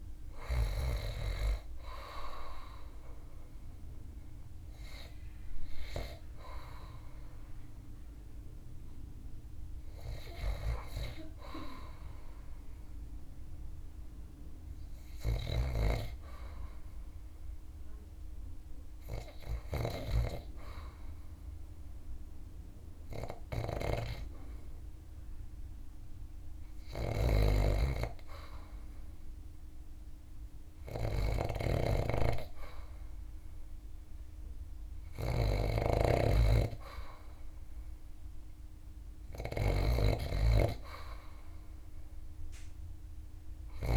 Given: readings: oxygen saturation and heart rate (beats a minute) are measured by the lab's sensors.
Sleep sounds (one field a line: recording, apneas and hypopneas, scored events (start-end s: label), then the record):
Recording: breathing in sleep by a room microphone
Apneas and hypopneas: 1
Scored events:
0.00-9.50 s: oxygen desaturation (device-marked, oxygen 86% lowest)
11.00-15.00 s: arousal
14.50-19.00 s: snoring (device-marked)
17.00-32.00 s: hypopnea (oxygen 100% before, 92% lowest)
26.00-43.97 s: snoring (device-marked)
33.50-37.00 s: arousal
36.50-43.97 s: oxygen desaturation (device-marked, oxygen 99% before, 92% lowest)
From the record:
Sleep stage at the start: N2 (light sleep)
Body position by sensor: on the back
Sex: male